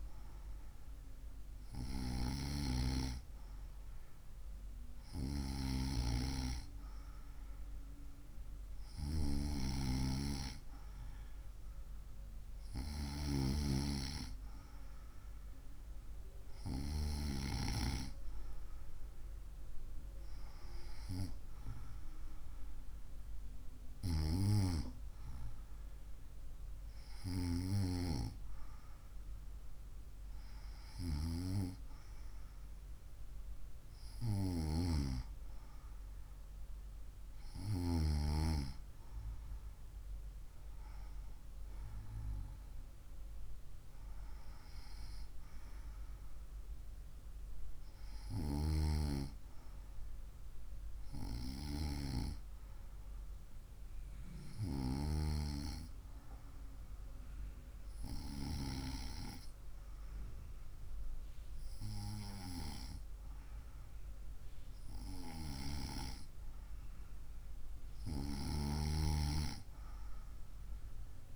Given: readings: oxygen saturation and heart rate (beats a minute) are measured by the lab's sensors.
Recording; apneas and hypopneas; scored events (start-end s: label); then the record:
breathing in sleep by a room microphone; 1
40.00-45.00 s: arousal
54.00-67.00 s: hypopnea (oxygen 96% before, 94% lowest, heart rate 66 before, 63 extreme, up 5 after)
70.00-71.36 s: arousal
From the record:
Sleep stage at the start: N2 (light sleep); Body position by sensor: on the right side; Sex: female